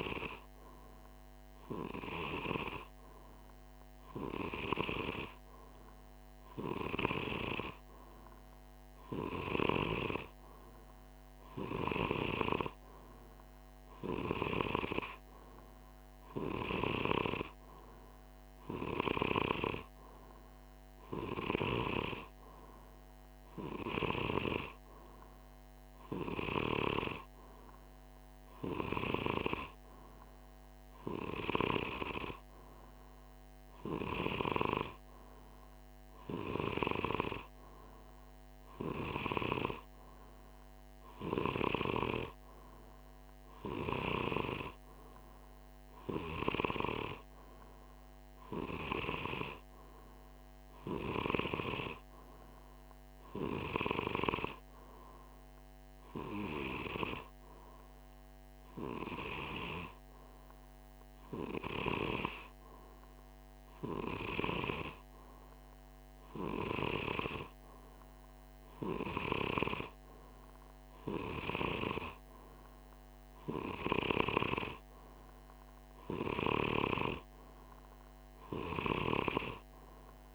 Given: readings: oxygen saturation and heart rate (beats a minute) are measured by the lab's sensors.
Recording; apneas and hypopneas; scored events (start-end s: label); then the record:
breathing in sleep by a microphone on the trachea; none
none scored
From the record:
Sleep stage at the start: N2 (light sleep); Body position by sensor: on the right side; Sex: male